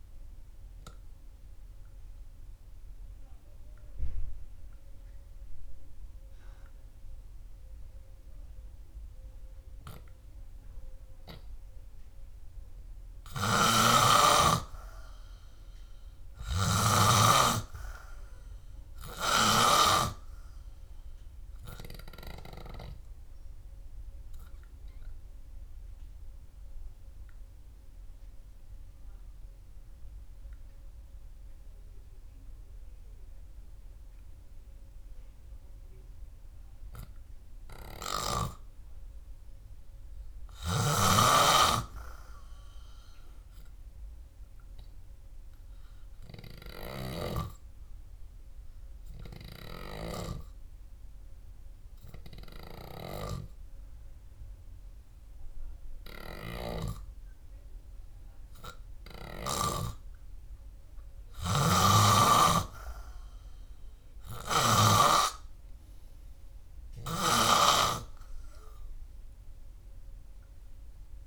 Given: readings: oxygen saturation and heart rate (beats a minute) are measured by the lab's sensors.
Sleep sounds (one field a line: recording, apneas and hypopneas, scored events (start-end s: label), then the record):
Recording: breathing in sleep by a room microphone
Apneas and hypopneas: 2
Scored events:
0.00-13.50 s: oxygen desaturation (device-marked, oxygen 90% lowest, heart rate 57 extreme)
1.50-13.00 s: obstructive apnea (oxygen 99% before, 91% lowest, heart rate 64 before, 57 extreme, up 6 after)
14.00-17.50 s: snoring (device-marked)
16.00-20.00 s: arousal
26.50-38.50 s: obstructive apnea (oxygen 97% before, 91% lowest, heart rate 63 before, 61 extreme, up 0 after)
32.50-39.50 s: oxygen desaturation (device-marked, oxygen 97% before, 94% lowest, heart rate 65 before, 61 extreme)
42.00-46.00 s: arousal
47.50-51.00 s: snoring (device-marked)
51.50-58.50 s: oxygen desaturation (device-marked, oxygen 94% before, 91% lowest, heart rate 64 before, 63 extreme)
57.00-60.50 s: snoring (device-marked)
From the record:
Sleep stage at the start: N3 (deep sleep)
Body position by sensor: on the back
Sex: male